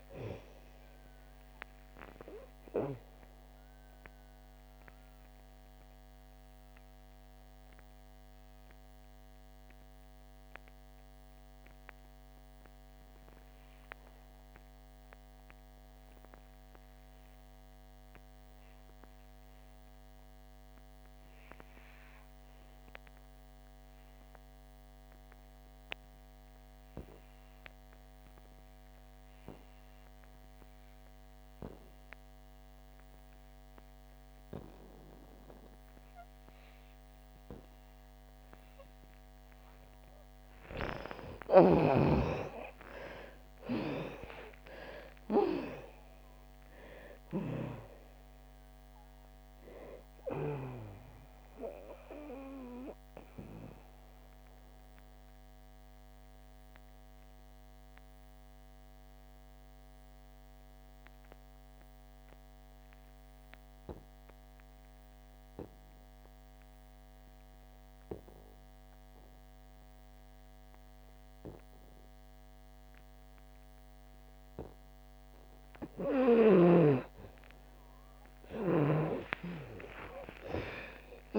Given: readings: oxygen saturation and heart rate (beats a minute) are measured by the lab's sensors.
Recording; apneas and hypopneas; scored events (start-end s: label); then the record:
breathing in sleep by a microphone on the trachea; 2
0.00-24.50 s: oxygen desaturation (device-marked, oxygen 67% lowest, heart rate 60 extreme)
2.00-39.50 s: mixed apnea (oxygen 98% before, 66% lowest, heart rate 79 before, 59 extreme, up 30 after)
26.50-73.50 s: oxygen desaturation (device-marked, oxygen 98% before, 66% lowest, heart rate 66 before, 59 extreme)
40.50-45.50 s: arousal
51.00-76.50 s: mixed apnea (oxygen 98% before, 66% lowest, heart rate 72 before, 59 extreme, up 47 after)
75.50-81.39 s: oxygen desaturation (device-marked, oxygen 99% before, 73% lowest, heart rate 63 before, 59 extreme)
78.50-81.39 s: arousal
From the record:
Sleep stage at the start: N2 (light sleep); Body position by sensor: on the back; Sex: female